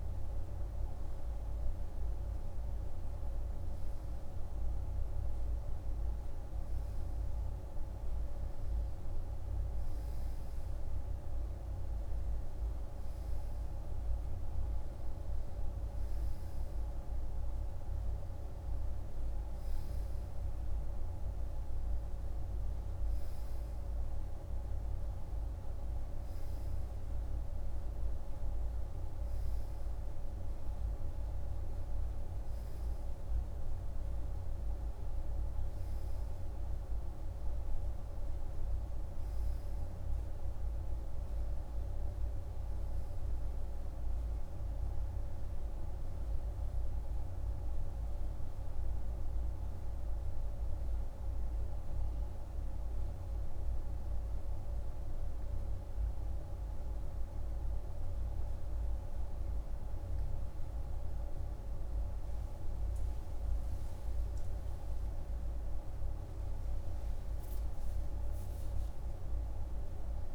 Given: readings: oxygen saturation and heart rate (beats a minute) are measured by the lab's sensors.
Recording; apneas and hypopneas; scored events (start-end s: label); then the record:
breathing in sleep, hard to hear, by a room microphone; 1
46.00-62.00 s: obstructive apnea (oxygen 98% before, 95% lowest, heart rate 63 before, 50 extreme, up 23 after)
63.00-67.00 s: arousal
From the record:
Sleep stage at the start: N2 (light sleep); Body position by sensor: on the right side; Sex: male